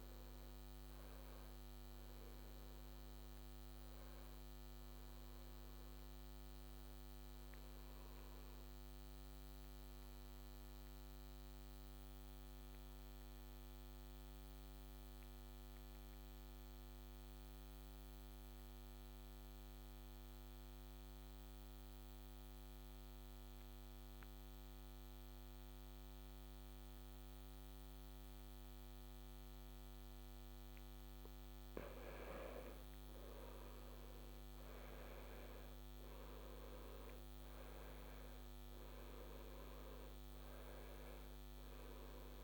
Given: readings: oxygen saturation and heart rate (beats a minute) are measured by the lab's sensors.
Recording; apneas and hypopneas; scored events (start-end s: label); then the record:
breathing in sleep, hard to hear, by a microphone on the trachea; 1
0.00-5.50 s: oxygen desaturation (device-marked, oxygen 87% lowest, heart rate 66 extreme)
7.50-29.00 s: obstructive apnea (oxygen 98% before, 89% lowest, heart rate 75 before, 66 extreme, up 6 after)
27.50-42.44 s: oxygen desaturation (device-marked, oxygen 98% before, 89% lowest, heart rate 71 before, 68 extreme)
35.00-38.50 s: arousal
From the record:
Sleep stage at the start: N2 (light sleep); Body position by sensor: on the back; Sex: male